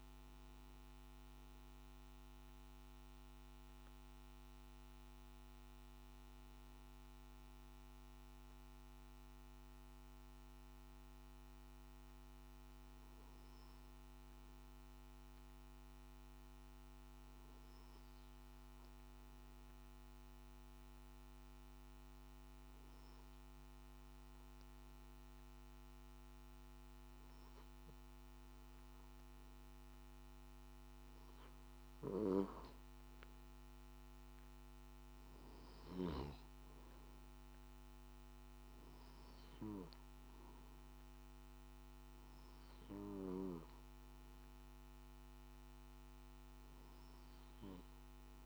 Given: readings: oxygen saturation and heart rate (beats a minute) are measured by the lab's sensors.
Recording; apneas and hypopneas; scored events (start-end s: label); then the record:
breathing in sleep by a microphone on the trachea; 1
8.50-31.50 s: hypopnea (oxygen 96% before, 92% lowest, heart rate 53 before, 52 extreme, up 4 after)
35.50-48.46 s: oxygen desaturation (device-marked, oxygen 97% before, 93% lowest, heart rate 54 before, 52 extreme)
From the record:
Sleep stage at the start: N1 (lightest sleep); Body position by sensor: on the back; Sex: male